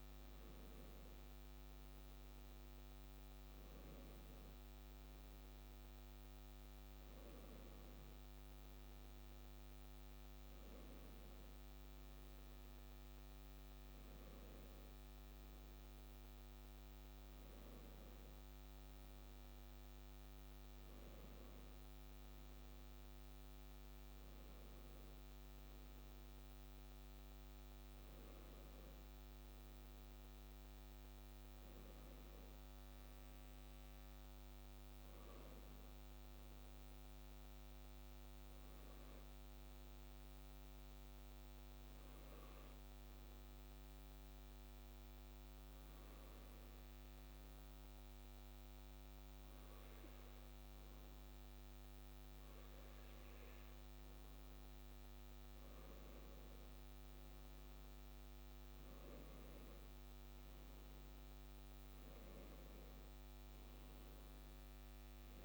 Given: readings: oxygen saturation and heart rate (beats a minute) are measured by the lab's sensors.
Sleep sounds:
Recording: a person partly awake in a sleep study, hard to hear, by a microphone on the trachea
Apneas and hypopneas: 1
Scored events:
18.50-65.45 s: new sleep stage, N1 (lightest sleep)
41.00-52.00 s: hypopnea (oxygen 97% before, 95% lowest)
55.50-60.50 s: arousal
From the record:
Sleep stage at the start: awake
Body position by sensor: on the left side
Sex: male

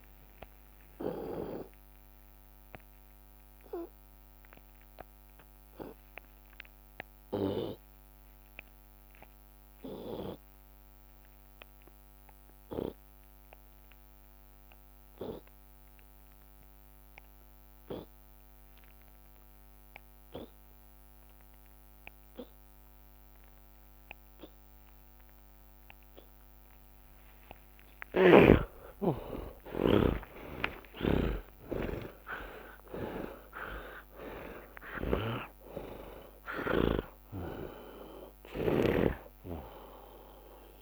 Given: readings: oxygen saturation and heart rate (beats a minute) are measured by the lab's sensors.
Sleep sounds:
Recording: breathing in sleep by a microphone on the trachea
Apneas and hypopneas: 1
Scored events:
0.00-11.00 s: oxygen desaturation (device-marked, oxygen 79% lowest)
0.50-19.50 s: obstructive apnea (oxygen 90% before, 79% lowest)
27.00-34.00 s: drop in pulse transit time (device-marked)
27.50-34.50 s: arousal
30.50-35.00 s: snoring (device-marked)
34.00-36.00 s: long interval between heartbeats (device-marked)
37.00-39.00 s: long interval between heartbeats (device-marked)
From the record:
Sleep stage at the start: N2 (light sleep)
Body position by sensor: on the back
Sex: male

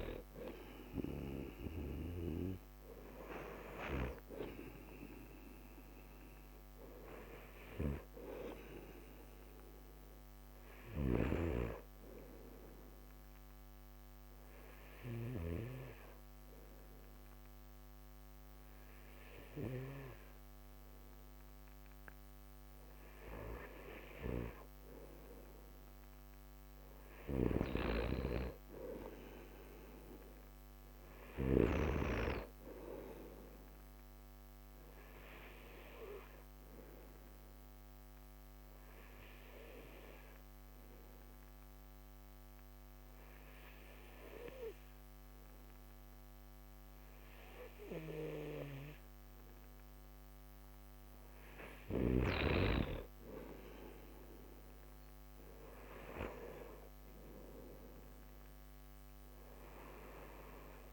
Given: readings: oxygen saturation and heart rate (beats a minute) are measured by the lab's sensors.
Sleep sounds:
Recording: breathing in sleep by a microphone on the trachea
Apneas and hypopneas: 2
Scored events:
7.00-24.00 s: oxygen desaturation (device-marked, oxygen 95% before, 91% lowest)
10.50-15.50 s: snoring (device-marked)
12.00-24.50 s: obstructive apnea (oxygen 95% before, 91% lowest)
27.00-30.00 s: arousal
27.00-31.50 s: snoring (device-marked)
37.00-50.50 s: obstructive apnea (oxygen 95% before, 92% lowest)
From the record:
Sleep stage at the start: N2 (light sleep)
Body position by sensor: on the right side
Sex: male

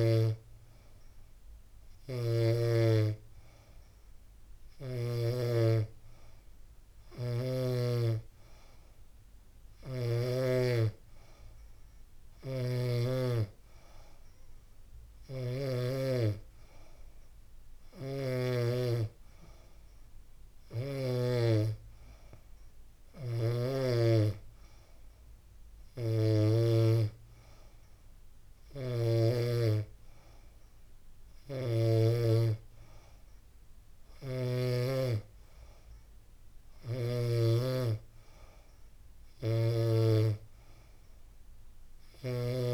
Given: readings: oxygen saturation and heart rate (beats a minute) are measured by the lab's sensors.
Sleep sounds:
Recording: breathing in sleep by a room microphone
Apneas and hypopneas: none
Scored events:
11.50-18.00 s: snoring (device-marked)
36.00-42.00 s: snoring (device-marked)
From the record:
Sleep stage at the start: N3 (deep sleep)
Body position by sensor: on the back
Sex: female

